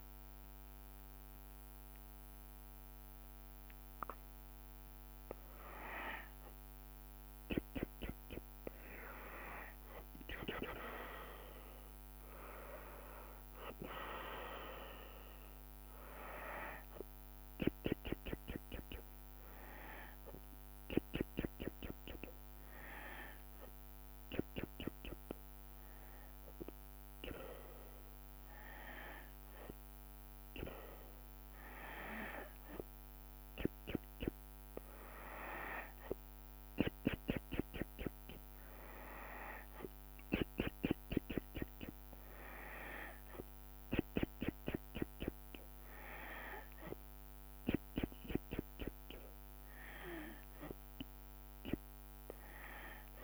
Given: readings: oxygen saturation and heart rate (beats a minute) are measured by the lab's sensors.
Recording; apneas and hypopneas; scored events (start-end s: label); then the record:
breathing in sleep by a microphone on the trachea; none
0.00-1.00 s: arousal
15.00-26.00 s: oxygen desaturation (device-marked, oxygen 96% before, 93% lowest, heart rate 74 before, 68 extreme)
From the record:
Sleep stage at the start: N2 (light sleep); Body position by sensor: on the back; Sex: female